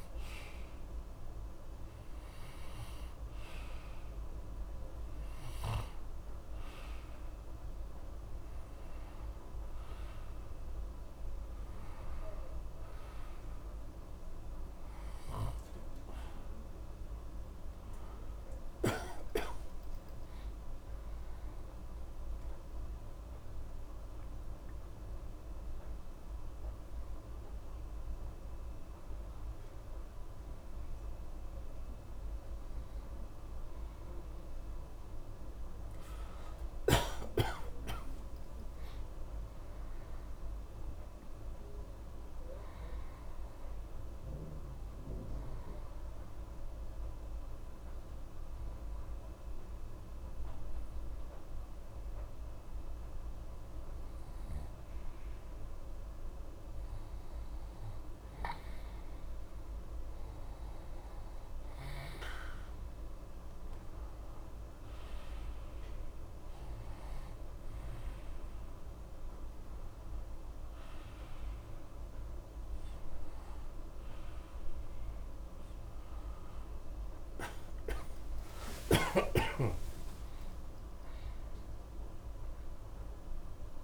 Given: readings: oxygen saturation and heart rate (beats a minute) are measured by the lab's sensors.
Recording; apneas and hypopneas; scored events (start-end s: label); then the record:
breathing in sleep by a room microphone; 1
36.00-41.00 s: arousal
47.00-58.00 s: obstructive apnea (oxygen 94% before, 89% lowest, heart rate 49 before, 46 extreme, up 31 after)
59.50-63.00 s: arousal
62.50-79.50 s: oxygen desaturation (device-marked, oxygen 95% before, 89% lowest)
78.50-83.50 s: arousal
From the record:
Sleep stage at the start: N1 (lightest sleep); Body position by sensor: on the right side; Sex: male